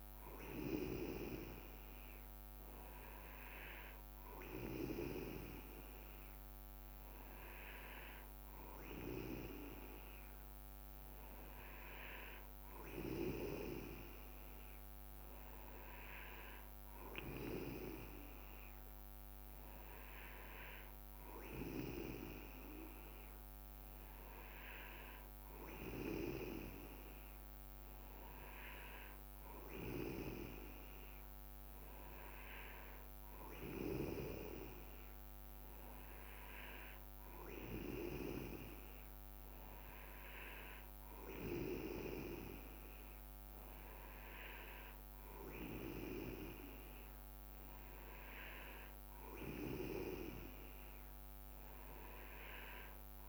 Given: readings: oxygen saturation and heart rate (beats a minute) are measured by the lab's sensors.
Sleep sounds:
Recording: breathing in sleep by a microphone on the trachea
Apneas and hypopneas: none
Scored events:
none scored
From the record:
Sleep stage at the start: N2 (light sleep)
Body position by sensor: on the back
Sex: male

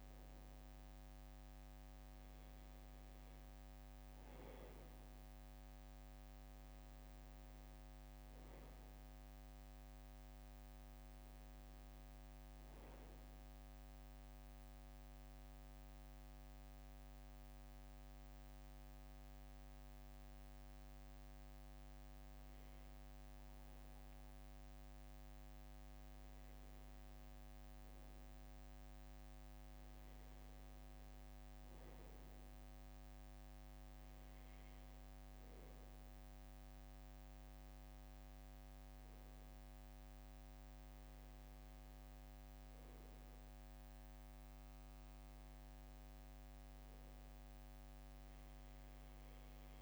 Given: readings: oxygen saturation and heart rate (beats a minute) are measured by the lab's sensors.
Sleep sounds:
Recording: breathing in sleep, hard to hear, by a microphone on the trachea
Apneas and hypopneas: 1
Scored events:
14.50-27.00 s: obstructive apnea (oxygen 98% before, 95% lowest, heart rate 63 before, 61 extreme, up 2 after)
30.50-34.50 s: arousal
47.00-49.82 s: new sleep stage, N2 (light sleep)
From the record:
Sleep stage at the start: N1 (lightest sleep)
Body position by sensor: on the back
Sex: male

